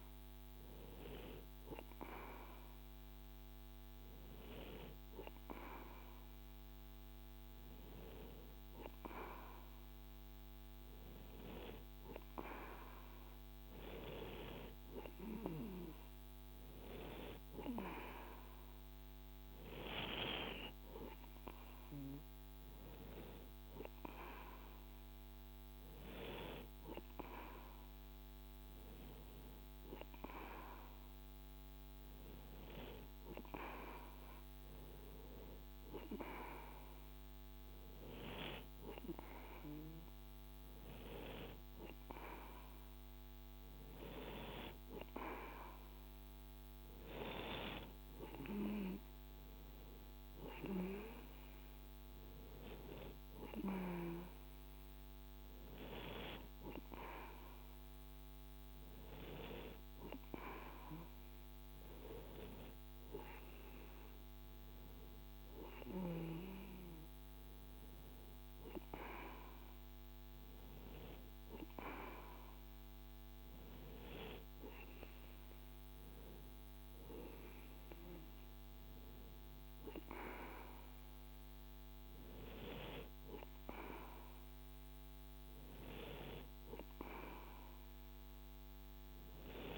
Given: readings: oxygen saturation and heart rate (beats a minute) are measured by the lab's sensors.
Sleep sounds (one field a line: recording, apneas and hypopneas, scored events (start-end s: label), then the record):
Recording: breathing in sleep by a microphone on the trachea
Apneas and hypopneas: none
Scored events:
none scored
From the record:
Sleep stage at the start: N2 (light sleep)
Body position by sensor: on the right side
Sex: male